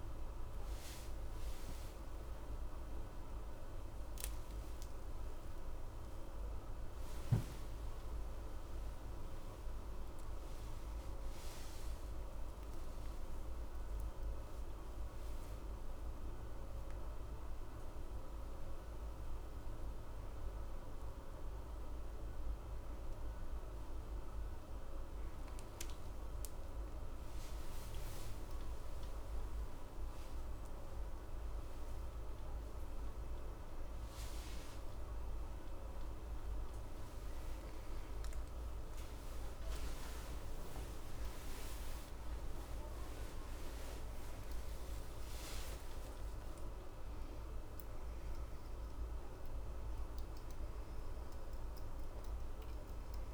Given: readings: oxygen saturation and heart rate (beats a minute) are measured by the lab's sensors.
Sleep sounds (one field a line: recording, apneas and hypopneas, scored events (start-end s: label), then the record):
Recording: a person awake in a sleep study, hard to hear, by a room microphone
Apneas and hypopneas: none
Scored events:
0.50-6.50 s: oxygen desaturation (device-marked, oxygen 95% before, 92% lowest, heart rate 71 before, 60 extreme)
From the record:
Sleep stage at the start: awake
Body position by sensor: on the back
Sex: male